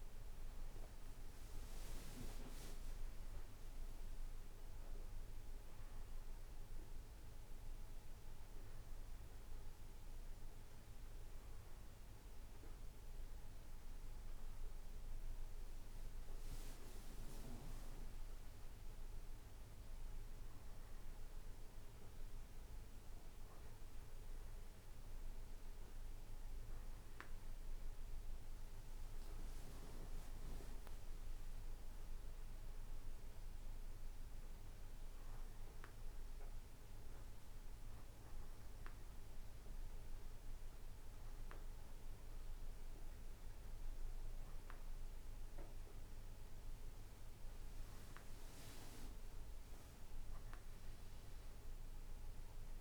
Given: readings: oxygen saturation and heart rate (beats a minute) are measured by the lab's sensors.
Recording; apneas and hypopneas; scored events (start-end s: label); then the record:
breathing in sleep by a room microphone; none
none scored
From the record:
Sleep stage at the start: N2 (light sleep); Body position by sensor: on the right side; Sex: male